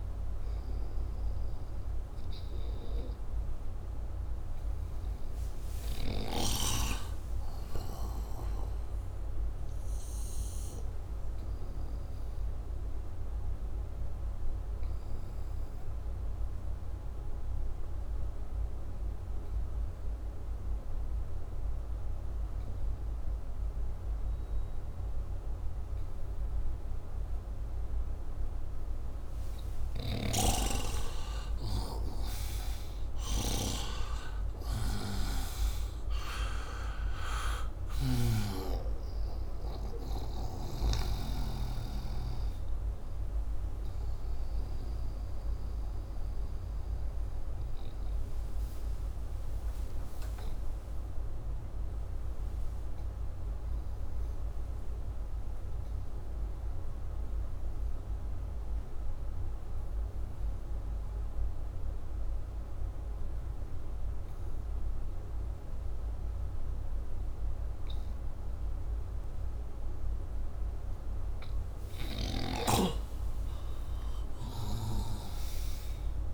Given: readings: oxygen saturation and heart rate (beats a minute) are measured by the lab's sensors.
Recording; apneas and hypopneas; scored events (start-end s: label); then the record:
breathing in sleep by a room microphone; 2
0.00-22.00 s: oxygen desaturation (device-marked, oxygen 93% lowest, heart rate 57 extreme)
11.50-29.00 s: obstructive apnea (oxygen 98% before, 87% lowest, heart rate 79 before, 57 extreme, up 8 after)
30.00-34.00 s: arousal
32.00-68.00 s: oxygen desaturation (device-marked, oxygen 97% before, 87% lowest, heart rate 66 before, 57 extreme)
45.50-70.00 s: obstructive apnea (oxygen 97% before, 87% lowest, heart rate 66 before, 63 extreme, up 26 after)
72.00-76.34 s: arousal
From the record:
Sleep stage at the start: N2 (light sleep); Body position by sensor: upright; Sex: male